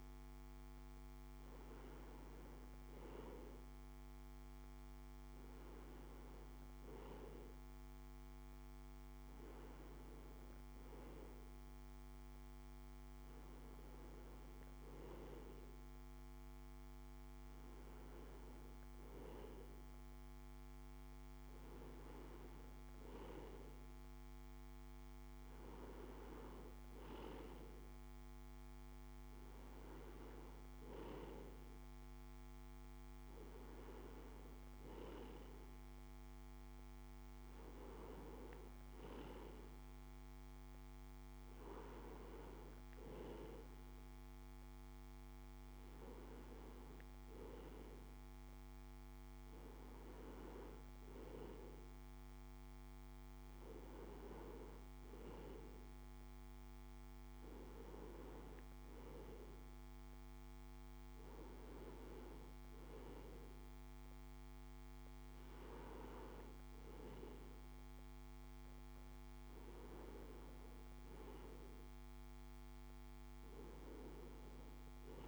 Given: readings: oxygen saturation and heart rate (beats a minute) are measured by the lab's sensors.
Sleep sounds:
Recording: breathing in sleep by a microphone on the trachea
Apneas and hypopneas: none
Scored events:
none scored
From the record:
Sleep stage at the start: N2 (light sleep)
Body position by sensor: on the right side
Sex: male

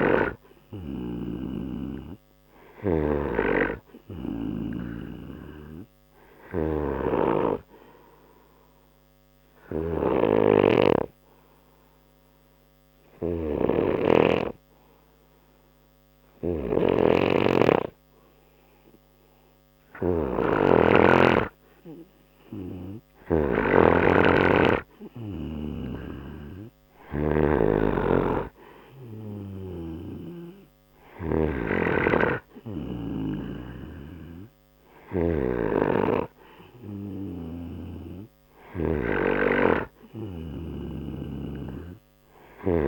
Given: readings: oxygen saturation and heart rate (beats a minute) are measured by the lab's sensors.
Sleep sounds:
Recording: breathing in sleep by a microphone on the trachea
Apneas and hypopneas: none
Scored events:
0.00-42.88 s: snoring (device-marked)
From the record:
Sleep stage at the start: N2 (light sleep)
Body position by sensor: on the right side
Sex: male

